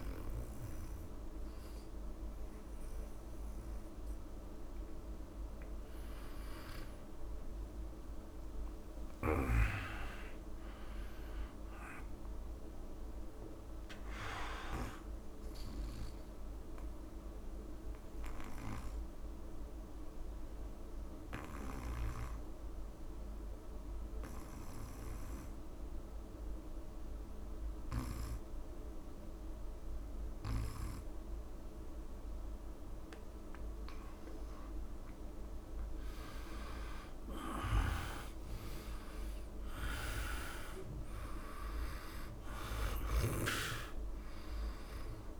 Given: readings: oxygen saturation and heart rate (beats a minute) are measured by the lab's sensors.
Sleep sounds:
breathing in sleep by a room microphone; 1
7.50-9.50 s: long interval between heartbeats (device-marked, heart rate 57 before, 72 extreme)
9.50-13.00 s: arousal
15.00-17.00 s: long interval between heartbeats (device-marked)
15.00-23.00 s: oxygen desaturation (device-marked, oxygen 99% before, 95% lowest)
17.00-33.50 s: obstructive apnea (oxygen 99% before, 90% lowest)
21.00-24.50 s: snoring (device-marked)
28.50-30.50 s: long interval between heartbeats (device-marked)
35.00-37.00 s: long interval between heartbeats (device-marked)
35.00-38.00 s: arousal
35.00-45.40 s: oxygen desaturation (device-marked, oxygen 97% before, 92% lowest)
42.50-45.40 s: snoring (device-marked)
From the record:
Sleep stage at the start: N2 (light sleep); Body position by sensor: on the back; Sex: male

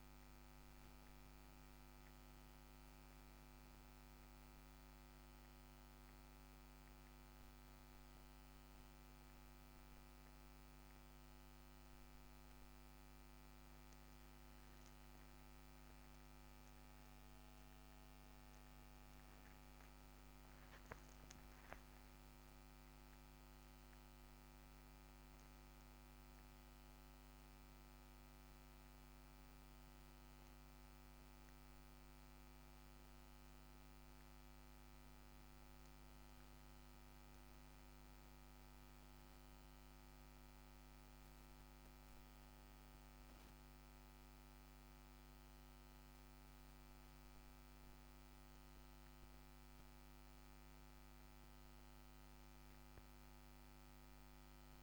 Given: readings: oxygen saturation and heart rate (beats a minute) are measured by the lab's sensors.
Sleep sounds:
breathing in sleep, hard to hear, by a microphone on the trachea; 1
18.00-21.50 s: arousal
35.50-47.50 s: central apnea (oxygen 94% before, 91% lowest, heart rate 64 before, 59 extreme, up 4 after)
37.50-54.83 s: new sleep stage, N2 (light sleep)
51.00-54.50 s: arousal
From the record:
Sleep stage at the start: N1 (lightest sleep); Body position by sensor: on the back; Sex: male

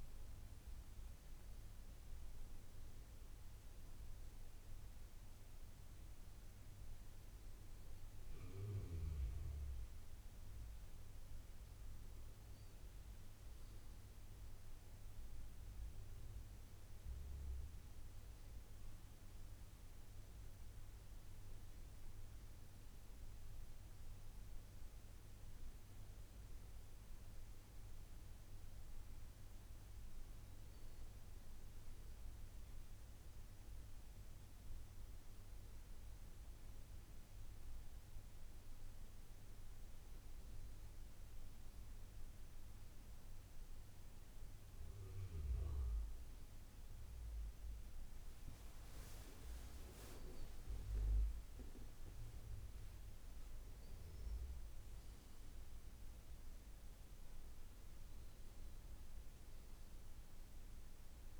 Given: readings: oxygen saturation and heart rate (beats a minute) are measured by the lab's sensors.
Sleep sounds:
breathing in sleep, hard to hear, by a room microphone; none
none scored
From the record:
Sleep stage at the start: N2 (light sleep); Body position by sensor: on the right side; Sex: male

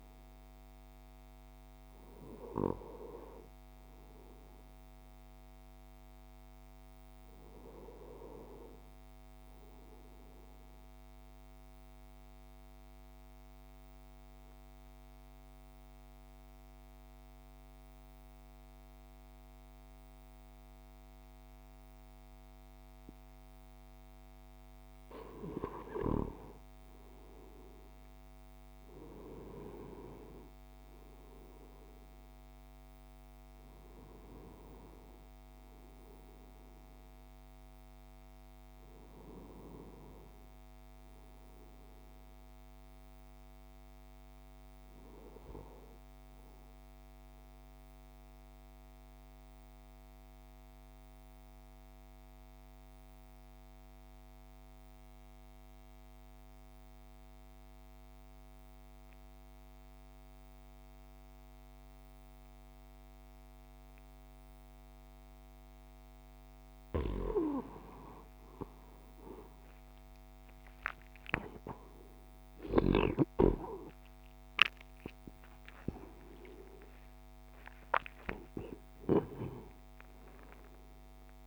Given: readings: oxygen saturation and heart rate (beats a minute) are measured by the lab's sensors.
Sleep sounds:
breathing in sleep by a microphone on the trachea; 2
0.00-8.00 s: oxygen desaturation (device-marked, oxygen 94% lowest, heart rate 67 extreme)
12.00-25.50 s: obstructive apnea (oxygen 98% before, 90% lowest, heart rate 72 before, 68 extreme, up 9 after)
26.00-30.50 s: arousal
30.00-47.00 s: oxygen desaturation (device-marked, oxygen 97% before, 92% lowest, heart rate 70 before, 68 extreme)
48.50-67.00 s: mixed apnea (oxygen 97% before, 90% lowest, heart rate 73 before, 69 extreme, up 17 after)
66.00-81.47 s: oxygen desaturation (device-marked, oxygen 99% before, 90% lowest, heart rate 70 before, 58 extreme)
68.00-72.50 s: arousal
From the record:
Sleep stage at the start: N2 (light sleep); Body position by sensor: on the right side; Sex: male

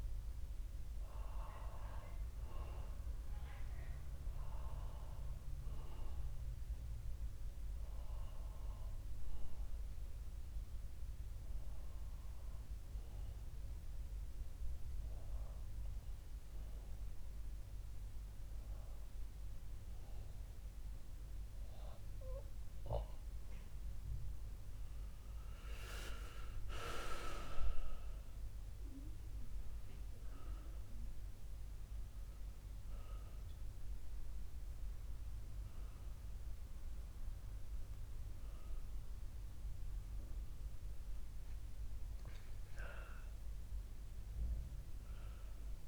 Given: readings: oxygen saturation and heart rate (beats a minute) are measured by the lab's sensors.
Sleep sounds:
breathing in sleep by a room microphone; 1
6.00-23.00 s: hypopnea (oxygen 94% before, 91% lowest, heart rate 68 before, 66 extreme, up 6 after)
26.00-30.50 s: arousal
From the record:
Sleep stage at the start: N2 (light sleep); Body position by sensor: on the back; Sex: male

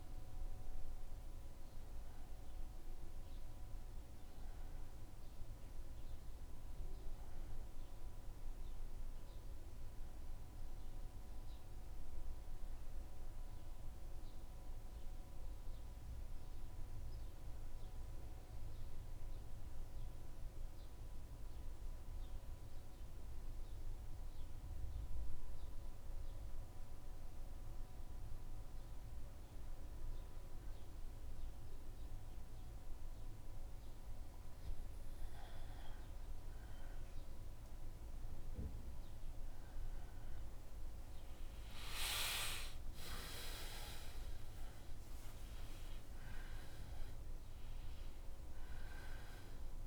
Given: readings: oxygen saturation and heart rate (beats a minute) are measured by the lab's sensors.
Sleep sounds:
breathing in sleep, hard to hear, by a room microphone; 1
14.50-34.50 s: obstructive apnea (oxygen 94% before, 89% lowest, heart rate 78 before, 75 extreme, up 1 after)
17.00-47.00 s: new sleep stage, N2 (light sleep)
28.00-38.00 s: oxygen desaturation (device-marked, oxygen 95% before, 91% lowest, heart rate 78 before, 75 extreme)
37.00-43.00 s: arousal
47.00-49.87 s: new sleep stage, N1 (lightest sleep)
From the record:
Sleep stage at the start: N1 (lightest sleep); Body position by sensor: on the back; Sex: male

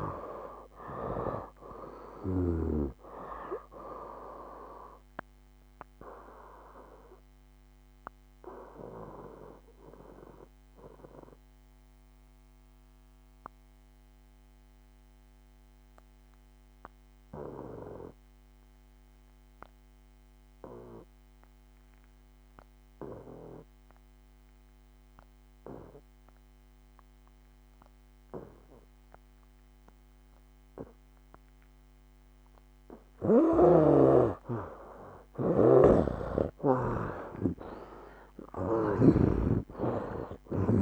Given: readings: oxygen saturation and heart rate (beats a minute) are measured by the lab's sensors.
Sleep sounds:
breathing in sleep by a microphone on the trachea; 1
0.00-3.00 s: snoring (device-marked)
0.00-27.50 s: oxygen desaturation (device-marked, oxygen 74% lowest, heart rate 66 extreme)
7.00-33.00 s: mixed apnea (oxygen 98% before, 73% lowest, heart rate 76 before, 65 extreme, up 11 after)
37.00-40.82 s: arousal
From the record:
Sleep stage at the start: N2 (light sleep); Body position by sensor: on the back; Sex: male

